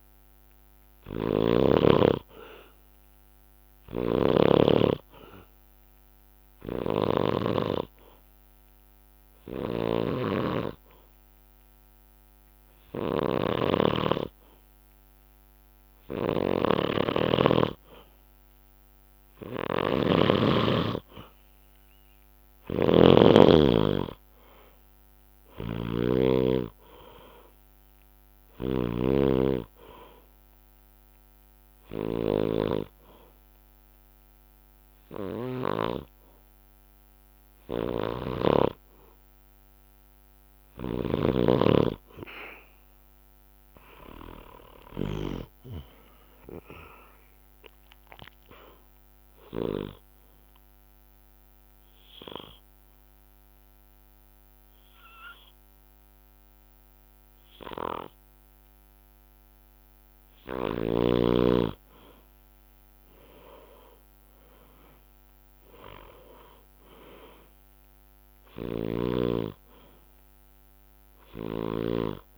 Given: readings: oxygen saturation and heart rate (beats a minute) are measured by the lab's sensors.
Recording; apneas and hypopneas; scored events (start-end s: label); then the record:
breathing in sleep by a microphone on the trachea; 3
0.00-1.50 s: snoring (device-marked)
3.50-7.00 s: snoring (device-marked)
5.00-18.00 s: hypopnea (oxygen 96% before, 92% lowest, heart rate 67 before, 63 extreme, up 5 after)
16.00-20.00 s: snoring (device-marked)
22.00-41.00 s: snoring (device-marked)
24.00-27.50 s: arousal
26.50-47.50 s: oxygen desaturation (device-marked, oxygen 96% before, 92% lowest, heart rate 65 before, 58 extreme)
30.50-40.50 s: hypopnea (oxygen 96% before, 92% lowest, heart rate 66 before, 58 extreme, up 9 after)
43.50-47.50 s: arousal
46.50-57.50 s: drop in pulse transit time (device-marked, heart rate 67 before, 58 extreme)
50.50-60.50 s: obstructive apnea (oxygen 97% before, 92% lowest, heart rate 67 before, 58 extreme, up 10 after)
51.50-57.50 s: bradycardia (device-marked, heart rate 66 before, 58 extreme)
63.50-66.50 s: arousal
68.00-71.50 s: snoring (device-marked)
From the record:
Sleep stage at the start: N2 (light sleep); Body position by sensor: on the back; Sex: male